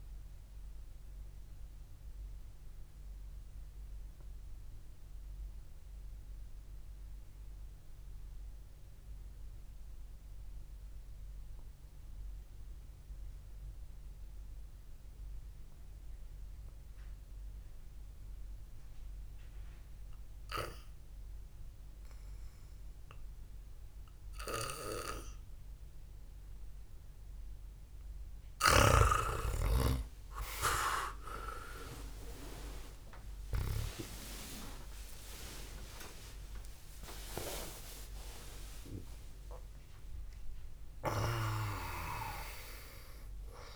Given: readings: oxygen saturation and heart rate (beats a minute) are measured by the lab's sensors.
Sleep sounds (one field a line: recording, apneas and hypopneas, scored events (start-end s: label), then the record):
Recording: breathing in sleep by a room microphone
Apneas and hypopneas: 1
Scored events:
1.00-7.00 s: oxygen desaturation (device-marked, oxygen 97% before, 93% lowest, heart rate 58 before, 48 extreme)
1.00-28.50 s: obstructive apnea (oxygen 97% before, 88% lowest, heart rate 58 before, 48 extreme, up 55 after)
9.00-22.00 s: oxygen desaturation (device-marked, oxygen 96% before, 91% lowest, heart rate 56 before, 48 extreme)
34.00-39.00 s: arousal
34.50-36.50 s: long interval between heartbeats (device-marked, heart rate 61 before, 67 extreme)
37.00-39.00 s: long interval between heartbeats (device-marked, heart rate 63 before, 122 extreme)
From the record:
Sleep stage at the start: N2 (light sleep)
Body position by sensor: on the back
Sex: male